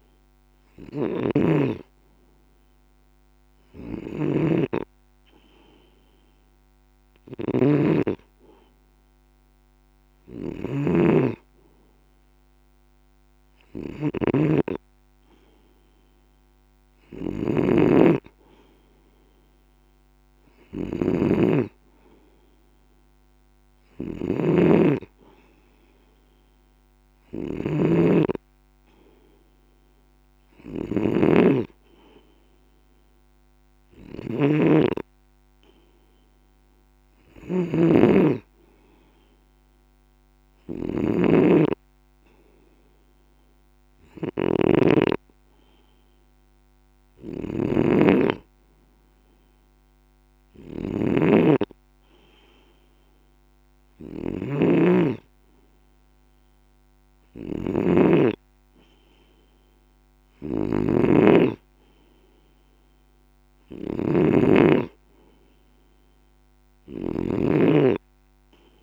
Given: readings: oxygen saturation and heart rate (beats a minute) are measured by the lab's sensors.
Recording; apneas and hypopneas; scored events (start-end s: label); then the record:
breathing in sleep by a microphone on the trachea; none
0.00-68.83 s: snoring (device-marked)
From the record:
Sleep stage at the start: N2 (light sleep); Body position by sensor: on the left side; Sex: male